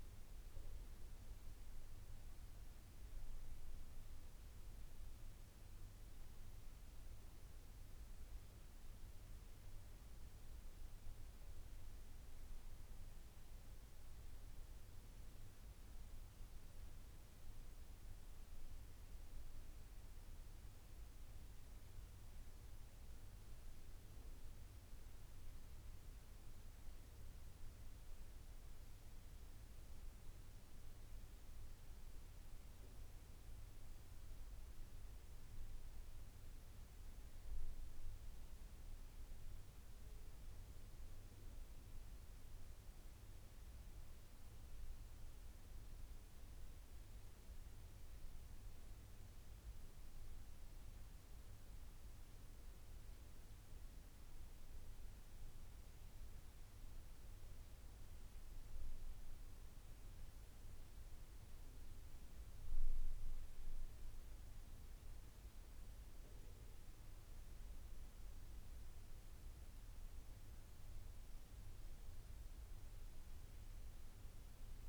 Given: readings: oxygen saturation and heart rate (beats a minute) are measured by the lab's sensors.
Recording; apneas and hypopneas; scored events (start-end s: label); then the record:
breathing in sleep, hard to hear, by a room microphone; 2
0.00-3.00 s: arousal
8.50-20.00 s: hypopnea (oxygen 93% before, 89% lowest, heart rate 82 before, 81 extreme, up 3 after)
24.50-29.00 s: arousal
44.50-56.50 s: hypopnea (oxygen 93% before, 89% lowest, heart rate 83 before, 80 extreme, up 4 after)
59.00-63.50 s: arousal
64.50-74.89 s: oxygen desaturation (device-marked, oxygen 93% before, 89% lowest, heart rate 83 before, 78 extreme)
From the record:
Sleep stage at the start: N1 (lightest sleep); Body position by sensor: on the back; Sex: male